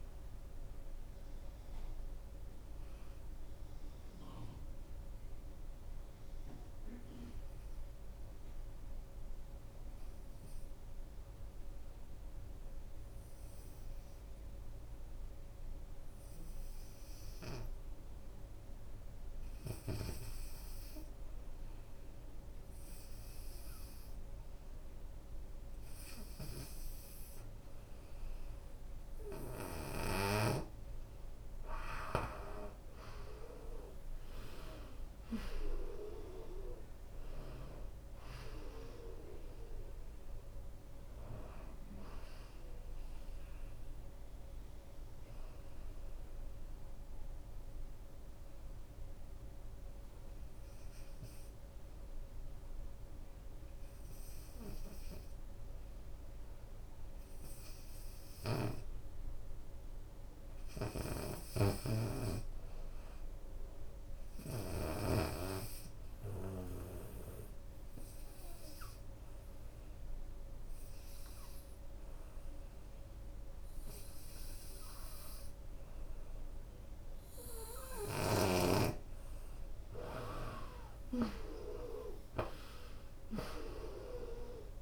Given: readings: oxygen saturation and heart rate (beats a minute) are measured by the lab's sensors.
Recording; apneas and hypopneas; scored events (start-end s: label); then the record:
breathing in sleep by a room microphone; 3
0.00-5.00 s: drop in pulse transit time (device-marked, heart rate 65 extreme)
0.00-9.00 s: oxygen desaturation (device-marked, oxygen 84% lowest, heart rate 65 extreme)
1.50-28.00 s: obstructive apnea (oxygen 96% before, 84% lowest, heart rate 76 before, 58 extreme, up 11 after)
23.00-52.00 s: oxygen desaturation (device-marked, oxygen 96% before, 86% lowest, heart rate 70 before, 58 extreme)
24.00-29.50 s: leg movement (device-marked)
30.00-34.00 s: arousal
32.00-34.00 s: long interval between heartbeats (device-marked, heart rate 70 before, 71 extreme)
33.00-36.00 s: leg movement (device-marked)
33.00-48.00 s: drop in pulse transit time (device-marked, heart rate 71 before, 58 extreme)
34.50-36.50 s: long interval between heartbeats (device-marked, heart rate 70 before, 66 extreme)
37.00-39.00 s: long interval between heartbeats (device-marked, heart rate 70 before, 58 extreme)
44.00-56.50 s: obstructive apnea (oxygen 96% before, 84% lowest, heart rate 69 before, 69 extreme, up 7 after)
57.50-59.00 s: leg movement (device-marked)
59.00-62.50 s: arousal
59.00-84.82 s: oxygen desaturation (device-marked, oxygen 95% before, 84% lowest, heart rate 71 before, 58 extreme)
61.00-65.00 s: snoring (device-marked)
62.50-64.50 s: leg movement (device-marked)
68.00-78.50 s: obstructive apnea (oxygen 95% before, 84% lowest, heart rate 73 before, 58 extreme, up 26 after)
80.50-82.50 s: long interval between heartbeats (device-marked, heart rate 75 before, 89 extreme)
80.50-84.50 s: arousal
From the record:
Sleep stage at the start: N2 (light sleep); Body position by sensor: on the right side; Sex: female